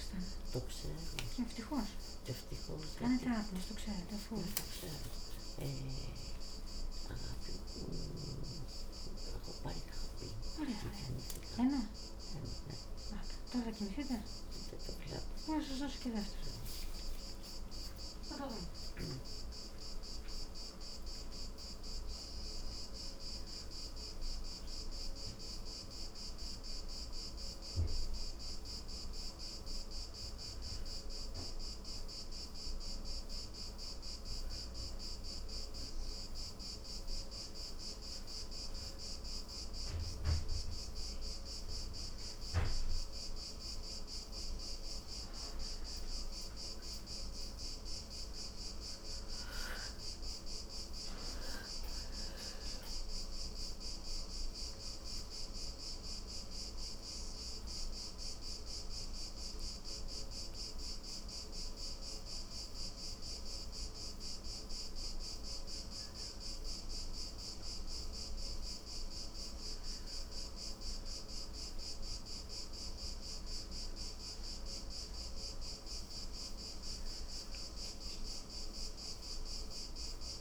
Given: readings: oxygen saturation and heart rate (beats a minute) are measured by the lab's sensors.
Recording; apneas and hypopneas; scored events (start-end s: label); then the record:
a person awake in a sleep study, by a room microphone; none
none scored
From the record:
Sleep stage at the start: awake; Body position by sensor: on the back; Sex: female